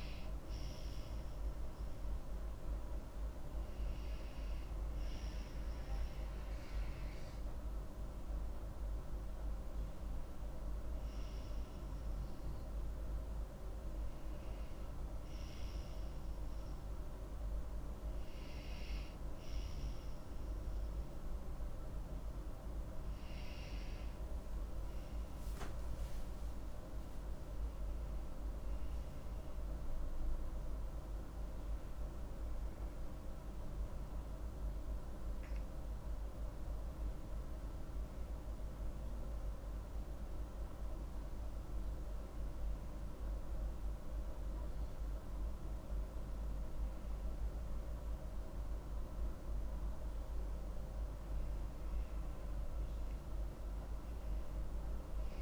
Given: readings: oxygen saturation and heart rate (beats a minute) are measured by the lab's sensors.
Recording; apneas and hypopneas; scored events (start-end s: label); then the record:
breathing in sleep, hard to hear, by a room microphone; none
33.50-38.00 s: arousal
From the record:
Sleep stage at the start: N2 (light sleep); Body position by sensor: on the back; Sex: female